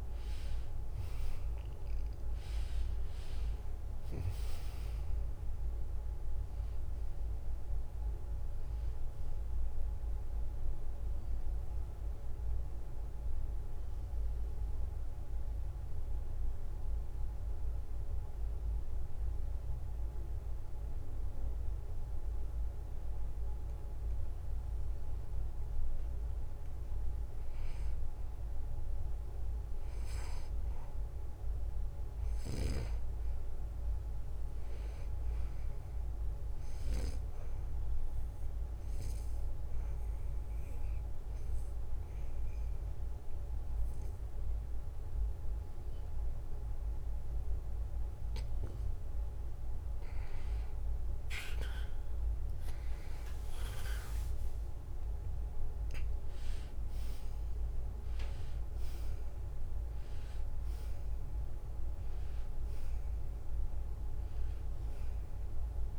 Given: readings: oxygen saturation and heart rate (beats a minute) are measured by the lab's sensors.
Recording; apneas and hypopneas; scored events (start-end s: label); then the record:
breathing in sleep, hard to hear, by a room microphone; 2
0.00-2.00 s: arousal
0.00-37.00 s: oxygen desaturation (device-marked, oxygen 87% lowest, heart rate 71 extreme)
6.00-22.00 s: drop in pulse transit time (device-marked, heart rate 72 before, 73 extreme)
14.00-25.00 s: obstructive apnea (oxygen 95% before, 87% lowest, heart rate 74 before, 71 extreme, up 0 after)
27.50-31.00 s: arousal
39.00-49.00 s: obstructive apnea (oxygen 96% before, 89% lowest, heart rate 72 before, 72 extreme, up 2 after)
54.50-59.00 s: arousal
62.00-65.99 s: oxygen desaturation (device-marked, oxygen 94% before, 89% lowest, heart rate 74 before, 70 extreme)
From the record:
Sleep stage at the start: N2 (light sleep); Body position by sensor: on the back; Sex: male